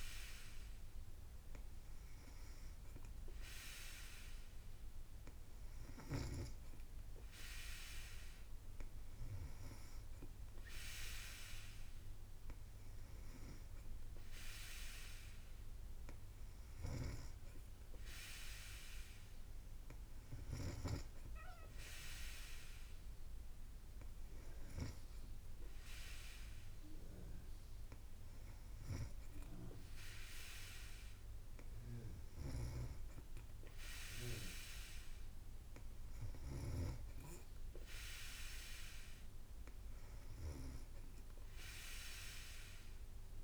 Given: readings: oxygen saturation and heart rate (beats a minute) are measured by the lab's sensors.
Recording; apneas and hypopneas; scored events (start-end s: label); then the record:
breathing in sleep by a room microphone; none
32.50-37.00 s: snoring (device-marked)
From the record:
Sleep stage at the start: N3 (deep sleep); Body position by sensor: on the back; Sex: female